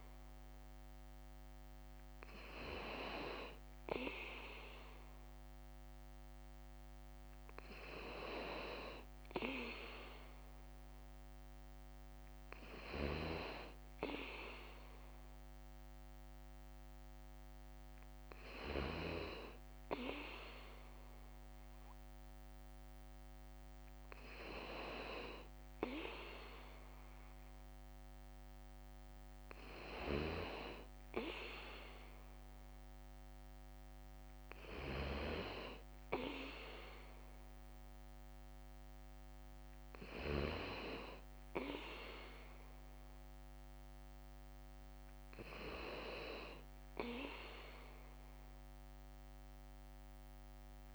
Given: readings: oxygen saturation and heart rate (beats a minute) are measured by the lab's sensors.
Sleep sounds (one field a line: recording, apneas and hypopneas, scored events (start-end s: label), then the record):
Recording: breathing in sleep by a microphone on the trachea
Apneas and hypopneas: none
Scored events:
0.00-9.50 s: bradycardia (device-marked, heart rate 57 extreme)
12.50-31.50 s: bradycardia (device-marked, heart rate 58 before, 56 extreme)
32.50-50.95 s: bradycardia (device-marked, heart rate 58 before, 55 extreme)
From the record:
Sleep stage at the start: N2 (light sleep)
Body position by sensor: on the back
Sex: male